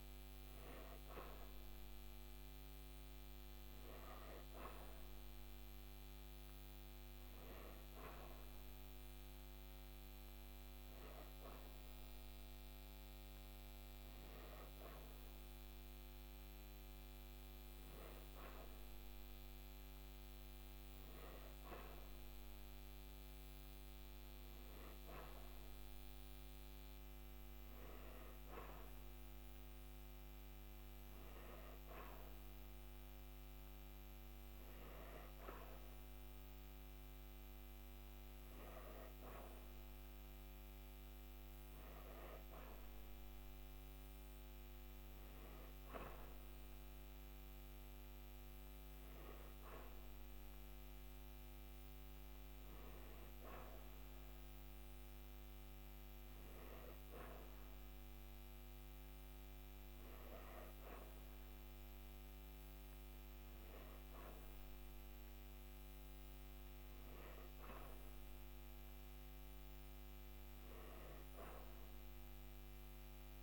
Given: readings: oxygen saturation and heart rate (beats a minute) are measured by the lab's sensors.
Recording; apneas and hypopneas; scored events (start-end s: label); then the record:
breathing in sleep by a microphone on the trachea; none
none scored
From the record:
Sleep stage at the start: N3 (deep sleep); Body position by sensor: on the back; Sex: female